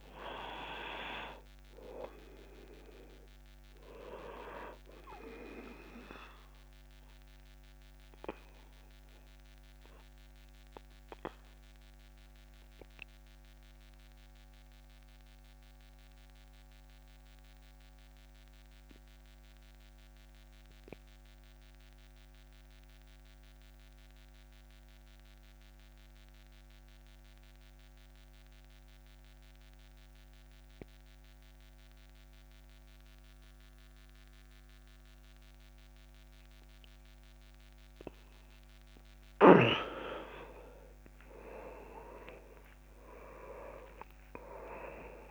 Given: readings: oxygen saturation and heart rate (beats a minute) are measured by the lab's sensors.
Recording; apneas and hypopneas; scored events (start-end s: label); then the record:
breathing in sleep by a microphone on the trachea; 1
5.50-20.50 s: oxygen desaturation (device-marked, oxygen 99% before, 95% lowest, heart rate 42 before, 45 extreme)
7.00-37.50 s: obstructive apnea (oxygen 99% before, 85% lowest, heart rate 42 before, 39 extreme)
33.50-45.31 s: oxygen desaturation (device-marked, oxygen 98% before, 85% lowest, heart rate 59 before, 35 extreme)
34.50-41.50 s: tachycardia (device-marked, heart rate 56 before, 125 extreme)
40.00-43.50 s: arousal
From the record:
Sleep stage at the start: N2 (light sleep); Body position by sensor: on the back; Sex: male